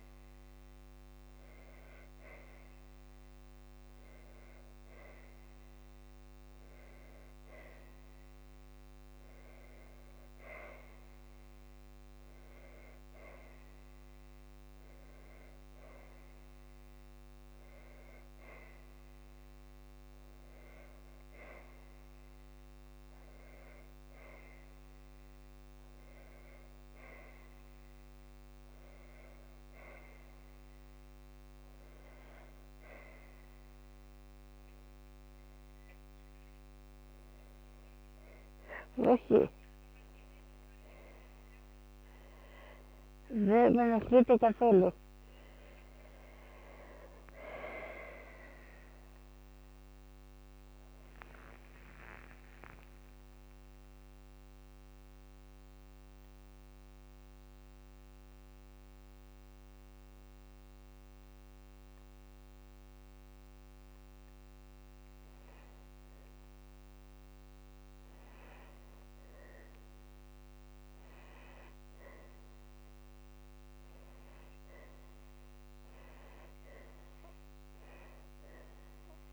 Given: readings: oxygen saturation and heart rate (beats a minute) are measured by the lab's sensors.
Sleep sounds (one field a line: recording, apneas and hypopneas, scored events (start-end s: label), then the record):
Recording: a person awake in a sleep study, by a microphone on the trachea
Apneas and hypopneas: none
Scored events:
none scored
From the record:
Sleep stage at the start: awake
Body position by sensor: on the back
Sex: female